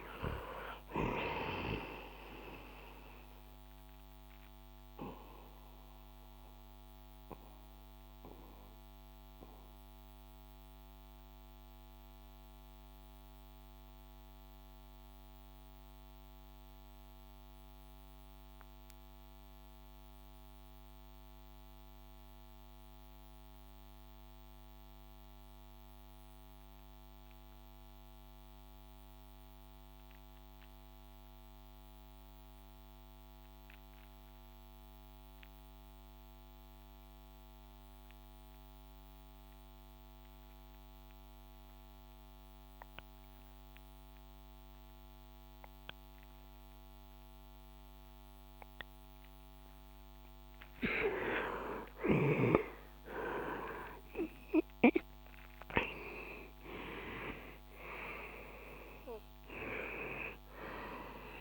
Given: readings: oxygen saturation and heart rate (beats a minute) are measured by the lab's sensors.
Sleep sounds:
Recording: breathing in sleep by a microphone on the trachea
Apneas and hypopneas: 1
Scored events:
0.00-21.50 s: oxygen desaturation (device-marked, oxygen 81% lowest, heart rate 58 extreme)
2.00-50.00 s: mixed apnea (oxygen 99% before, 79% lowest, heart rate 64 before, 58 extreme, up 21 after)
41.50-61.41 s: oxygen desaturation (device-marked, oxygen 99% before, 79% lowest, heart rate 63 before, 60 extreme)
51.50-56.50 s: arousal
From the record:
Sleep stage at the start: REM sleep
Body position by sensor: on the back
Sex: male

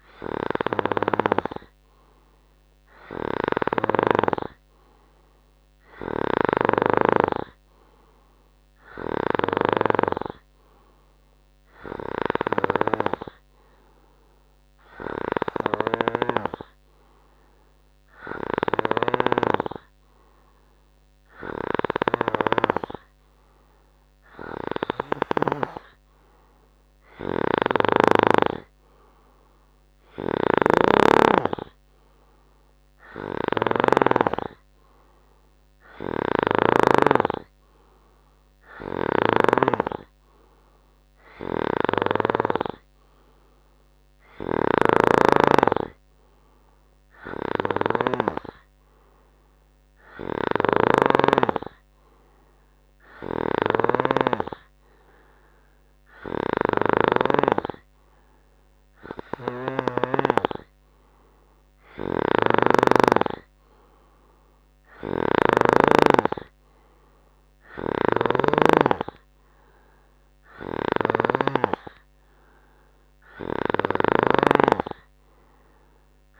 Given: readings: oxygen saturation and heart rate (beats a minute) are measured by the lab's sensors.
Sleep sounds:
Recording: breathing in sleep by a microphone on the trachea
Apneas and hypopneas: none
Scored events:
3.50-7.50 s: snoring (device-marked)
9.50-37.00 s: snoring (device-marked)
19.00-76.40 s: new sleep stage, N3 (deep sleep)
41.50-48.50 s: snoring (device-marked)
50.50-60.50 s: snoring (device-marked)
62.50-66.00 s: snoring (device-marked)
68.00-71.50 s: snoring (device-marked)
73.50-76.40 s: snoring (device-marked)
From the record:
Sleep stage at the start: N2 (light sleep)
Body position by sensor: on the right side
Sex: male

